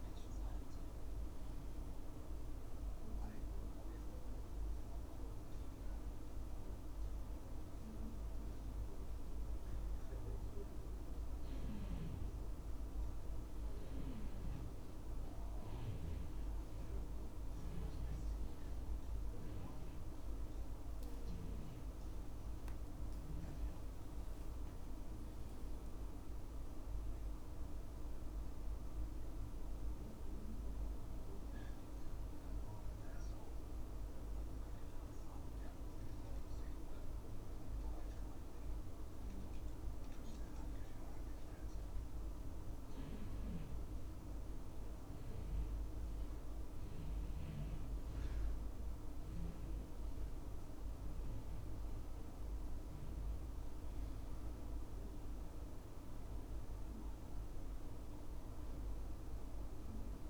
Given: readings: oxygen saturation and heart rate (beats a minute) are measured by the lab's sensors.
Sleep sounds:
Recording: breathing in sleep, hard to hear, by a room microphone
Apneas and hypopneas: 1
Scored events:
28.50-39.50 s: hypopnea (oxygen 97% before, 94% lowest, heart rate 74 before, 68 extreme, up 3 after)
42.00-46.00 s: arousal
From the record:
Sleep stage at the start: N2 (light sleep)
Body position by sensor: on the back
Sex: male

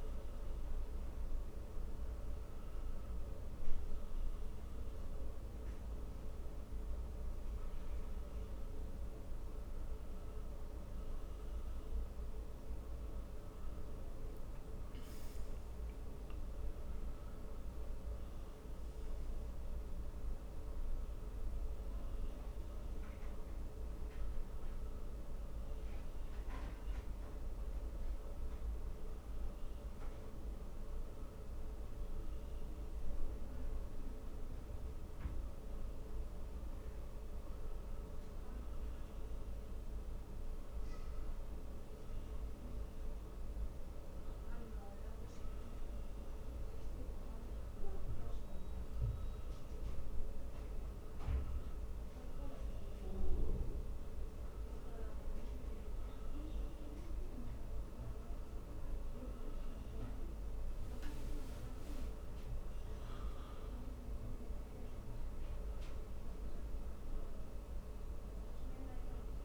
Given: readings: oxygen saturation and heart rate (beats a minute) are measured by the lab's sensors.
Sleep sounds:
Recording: a person awake in a sleep study, hard to hear, by a room microphone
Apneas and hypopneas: none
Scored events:
46.00-69.45 s: new sleep stage, N1 (lightest sleep)
From the record:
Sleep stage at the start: awake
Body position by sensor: on the back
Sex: male

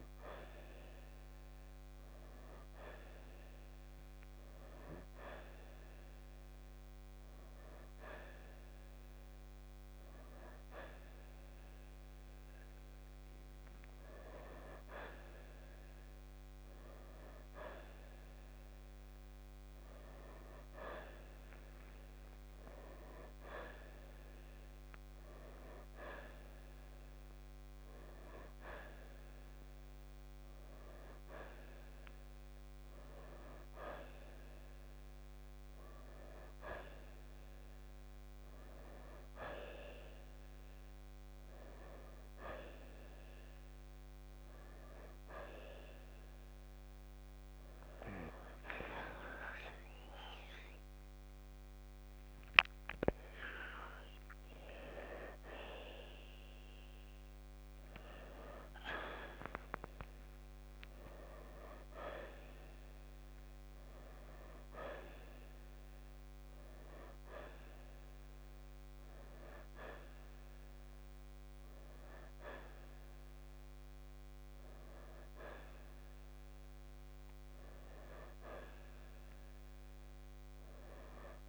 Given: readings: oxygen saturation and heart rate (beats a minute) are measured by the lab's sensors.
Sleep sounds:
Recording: a person awake in a sleep study, by a microphone on the trachea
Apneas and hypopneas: none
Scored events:
none scored
From the record:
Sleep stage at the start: awake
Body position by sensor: on the right side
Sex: male

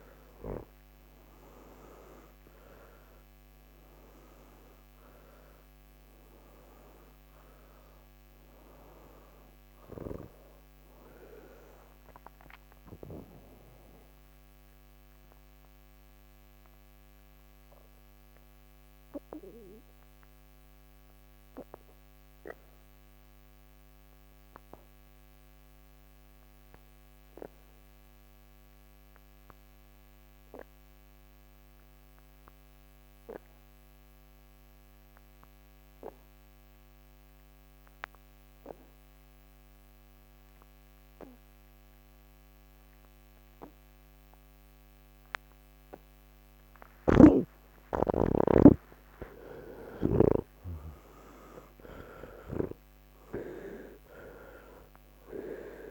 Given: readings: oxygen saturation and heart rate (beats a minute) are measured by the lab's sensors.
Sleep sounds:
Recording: breathing in sleep by a microphone on the trachea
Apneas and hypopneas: 1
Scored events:
0.00-8.50 s: oxygen desaturation (device-marked, oxygen 86% lowest, heart rate 88 extreme)
11.00-45.50 s: obstructive apnea (oxygen 96% before, 79% lowest, heart rate 157 before, 79 extreme)
36.50-55.91 s: oxygen desaturation (device-marked, oxygen 98% before, 79% lowest, heart rate 163 before, 79 extreme)
47.00-50.50 s: snoring (device-marked)
From the record:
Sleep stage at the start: N1 (lightest sleep)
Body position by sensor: on the back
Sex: male

